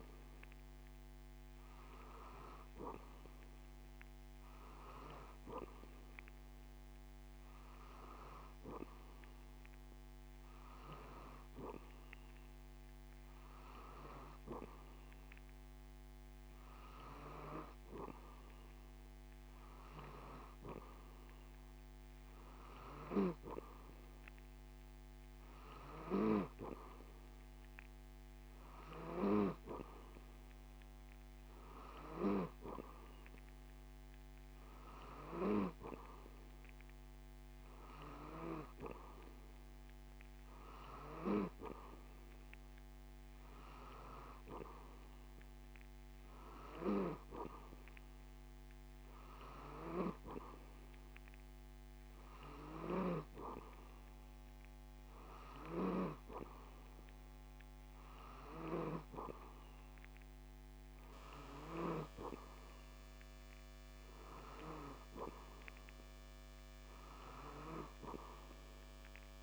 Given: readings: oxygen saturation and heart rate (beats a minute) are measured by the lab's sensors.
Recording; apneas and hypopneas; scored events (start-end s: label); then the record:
breathing in sleep by a microphone on the trachea; none
none scored
From the record:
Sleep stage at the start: N2 (light sleep); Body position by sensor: on the back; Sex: male